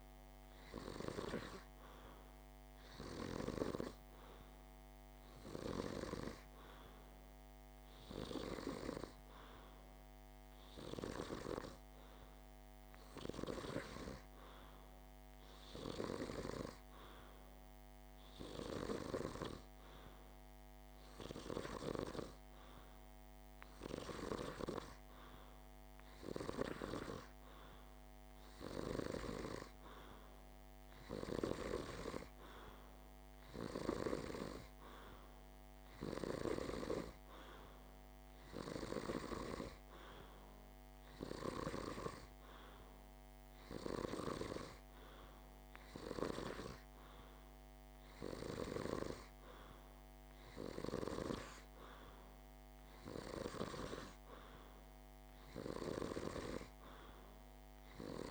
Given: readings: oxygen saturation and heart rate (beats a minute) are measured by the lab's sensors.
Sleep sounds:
breathing in sleep by a microphone on the trachea; none
none scored
From the record:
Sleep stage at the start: N2 (light sleep); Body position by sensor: on the back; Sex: male

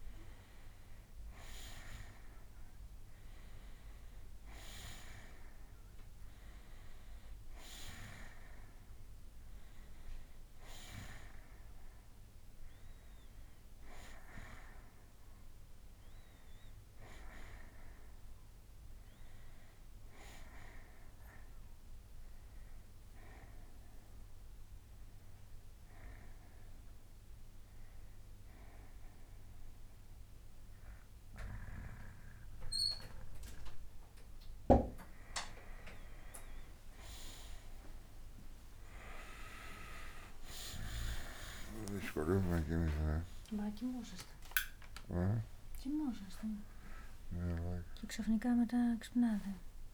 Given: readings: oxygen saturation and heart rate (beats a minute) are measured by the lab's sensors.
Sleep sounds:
breathing in sleep by a room microphone; 1
18.00-20.00 s: bradycardia (device-marked, heart rate 65 before, 60 extreme)
23.00-33.50 s: hypopnea (oxygen 94% before, 92% lowest, heart rate 66 before, 63 extreme, up 3 after)
36.00-40.00 s: arousal
From the record:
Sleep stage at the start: N2 (light sleep); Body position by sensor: on the back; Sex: male

